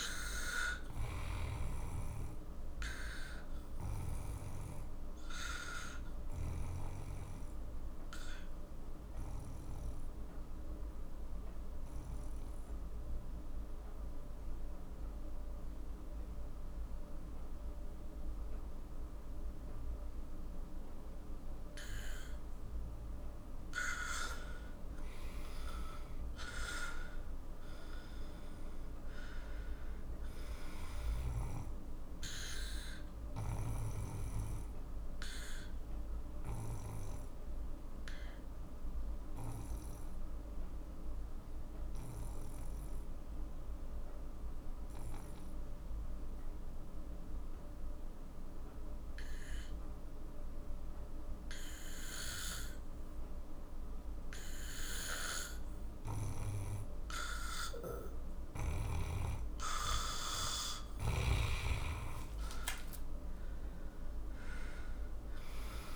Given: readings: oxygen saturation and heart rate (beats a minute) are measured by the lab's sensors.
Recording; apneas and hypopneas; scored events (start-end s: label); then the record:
breathing in sleep by a room microphone; 2
0.00-14.50 s: oxygen desaturation (device-marked, oxygen 92% lowest, heart rate 42 extreme)
3.00-23.50 s: obstructive apnea (oxygen 98% before, 91% lowest, heart rate 56 before, 42 extreme, up 17 after)
25.00-29.00 s: arousal
34.50-60.50 s: obstructive apnea (oxygen 98% before, 91% lowest, heart rate 50 before, 43 extreme, up 11 after)
57.50-65.96 s: oxygen desaturation (device-marked, oxygen 97% before, 91% lowest, heart rate 47 before, 43 extreme)
63.00-65.96 s: arousal
From the record:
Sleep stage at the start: N2 (light sleep); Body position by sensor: on the back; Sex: male